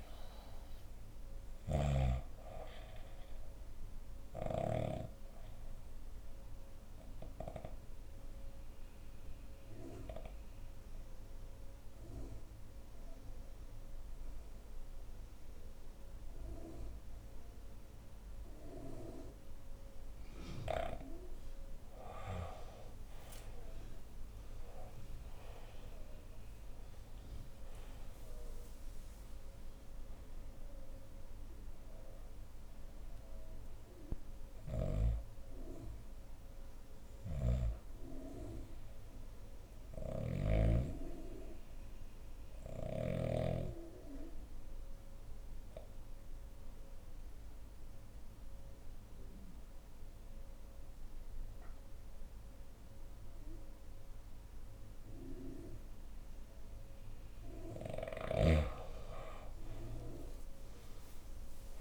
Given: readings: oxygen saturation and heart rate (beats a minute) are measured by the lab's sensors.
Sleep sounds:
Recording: breathing in sleep by a room microphone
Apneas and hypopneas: 2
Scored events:
1.00-19.50 s: obstructive apnea (oxygen 97% before, 89% lowest, heart rate 64 before, 54 extreme, up 17 after)
2.50-13.50 s: bradycardia (device-marked, heart rate 66 before, 54 extreme)
21.50-38.50 s: oxygen desaturation (device-marked, oxygen 98% before, 90% lowest, heart rate 61 before, 59 extreme)
22.00-27.00 s: arousal
31.50-56.50 s: obstructive apnea (oxygen 98% before, 89% lowest, heart rate 65 before, 56 extreme, up 12 after)
36.50-42.50 s: bradycardia (device-marked, heart rate 66 before, 59 extreme)
39.50-43.00 s: snoring (device-marked)
54.50-61.81 s: oxygen desaturation (device-marked, oxygen 98% before, 89% lowest, heart rate 62 before, 56 extreme)
59.50-61.81 s: arousal
From the record:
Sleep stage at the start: N2 (light sleep)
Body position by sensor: on the left side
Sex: female

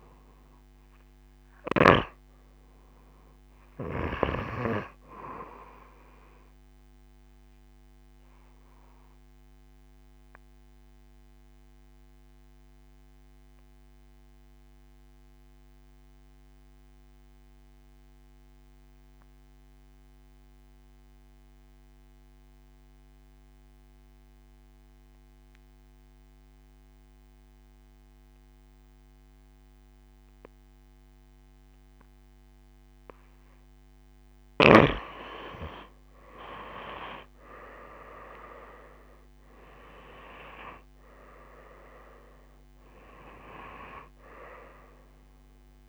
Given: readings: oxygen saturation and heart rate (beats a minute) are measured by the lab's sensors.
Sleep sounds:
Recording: breathing in sleep by a microphone on the trachea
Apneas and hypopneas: 1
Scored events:
0.00-1.50 s: arousal
8.50-33.50 s: obstructive apnea (oxygen 96% before, 84% lowest)
27.50-45.89 s: oxygen desaturation (device-marked, oxygen 94% before, 84% lowest)
37.00-41.50 s: arousal
From the record:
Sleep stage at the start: N2 (light sleep)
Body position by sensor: on the right side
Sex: female

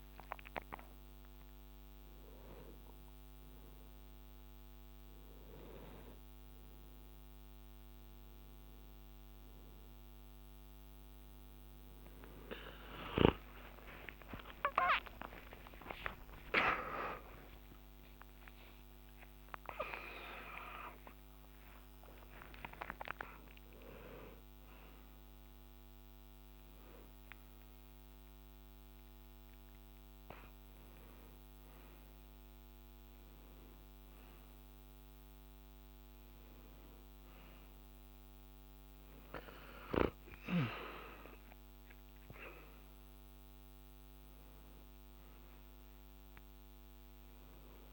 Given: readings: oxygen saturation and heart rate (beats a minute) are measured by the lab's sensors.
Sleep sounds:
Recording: a person awake in a sleep study, by a microphone on the trachea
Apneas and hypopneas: none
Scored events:
10.50-47.93 s: new sleep stage, awake
13.50-25.50 s: tachycardia (device-marked, heart rate 68 before, 195 extreme)
23.50-37.50 s: oxygen desaturation (device-marked, oxygen 96% before, 92% lowest, heart rate 104 before, 69 extreme)
From the record:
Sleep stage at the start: N2 (light sleep)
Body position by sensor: on the back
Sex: male

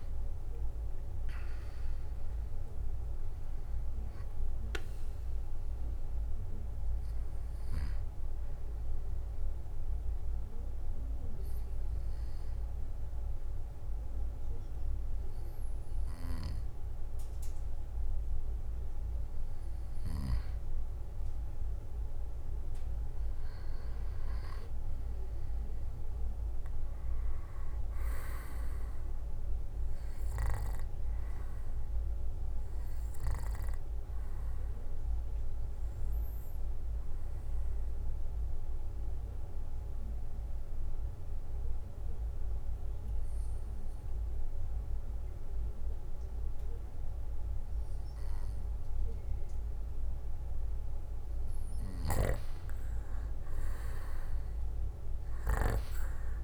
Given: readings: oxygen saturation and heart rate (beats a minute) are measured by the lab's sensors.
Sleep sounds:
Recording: breathing in sleep, hard to hear, by a room microphone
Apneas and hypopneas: 2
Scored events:
0.00-15.50 s: oxygen desaturation (device-marked, oxygen 90% lowest, heart rate 57 extreme)
8.50-19.50 s: obstructive apnea (oxygen 96% before, 89% lowest, heart rate 67 before, 58 extreme, up 10 after)
21.50-24.00 s: arousal
26.50-42.50 s: oxygen desaturation (device-marked, oxygen 96% before, 93% lowest, heart rate 61 before, 58 extreme)
37.00-52.00 s: obstructive apnea (oxygen 96% before, 89% lowest, heart rate 64 before, 58 extreme, up 10 after)
54.50-56.43 s: arousal
From the record:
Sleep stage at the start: N2 (light sleep)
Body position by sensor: on the back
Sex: male

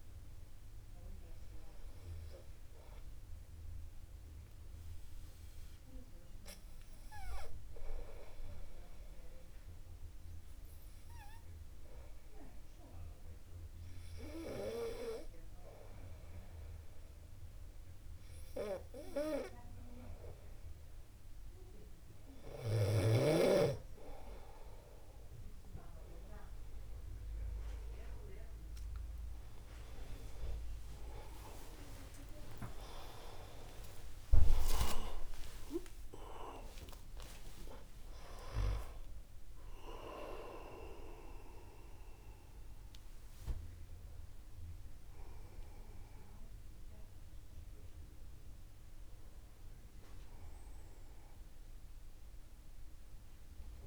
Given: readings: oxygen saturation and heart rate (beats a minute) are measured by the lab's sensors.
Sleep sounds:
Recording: breathing in sleep by a room microphone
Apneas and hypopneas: 1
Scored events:
4.50-21.50 s: obstructive apnea (oxygen 98% before, 94% lowest, heart rate 50 before, 49 extreme, up 11 after)
24.50-26.50 s: long interval between heartbeats (device-marked, heart rate 49 before, 59 extreme)
32.00-34.00 s: long interval between heartbeats (device-marked, heart rate 53 before, 68 extreme)
35.00-37.00 s: long interval between heartbeats (device-marked, heart rate 57 before, 118 extreme)
38.50-40.50 s: long interval between heartbeats (device-marked, heart rate 68 before, 115 extreme)
43.00-53.87 s: new sleep stage, awake
From the record:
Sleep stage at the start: N2 (light sleep)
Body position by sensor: upright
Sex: male

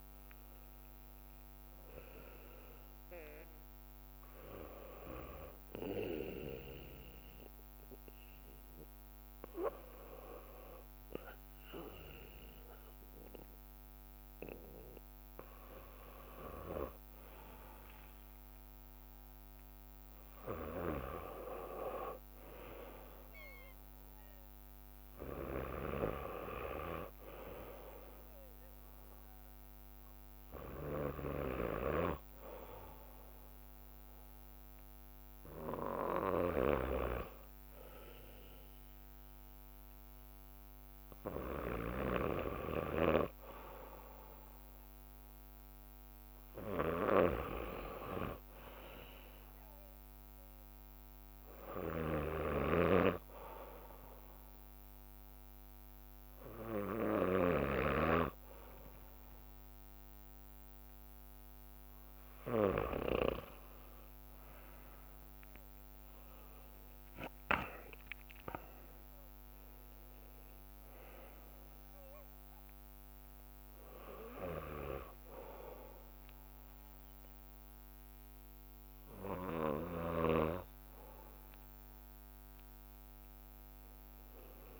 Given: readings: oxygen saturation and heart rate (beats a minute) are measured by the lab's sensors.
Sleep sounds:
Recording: breathing in sleep by a microphone on the trachea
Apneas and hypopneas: 2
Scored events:
3.00-24.00 s: bradycardia (device-marked, heart rate 60 before, 58 extreme)
5.00-16.00 s: hypopnea (oxygen 96% before, 93% lowest, heart rate 60 before, 58 extreme, up 1 after)
12.00-28.00 s: drop in pulse transit time (device-marked, heart rate 60 before, 58 extreme)
19.50-23.50 s: arousal
22.00-36.00 s: oxygen desaturation (device-marked, oxygen 97% before, 94% lowest, heart rate 59 before, 59 extreme)
31.00-35.00 s: bradycardia (device-marked, heart rate 60 before, 59 extreme)
43.00-45.00 s: bradycardia (device-marked, heart rate 60 before, 60 extreme)
44.50-48.50 s: arousal
51.00-62.50 s: hypopnea (oxygen 96% before, 93% lowest, heart rate 60 before, 57 extreme, up 7 after)
53.00-55.00 s: bradycardia (device-marked, heart rate 60 before, 60 extreme)
63.50-68.00 s: leg movement (device-marked)
64.50-69.50 s: arousal
75.00-83.00 s: bradycardia (device-marked, heart rate 60 before, 57 extreme)
From the record:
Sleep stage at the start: N2 (light sleep)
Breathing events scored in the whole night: 150 in 4.4 hours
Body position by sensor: on the back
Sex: male

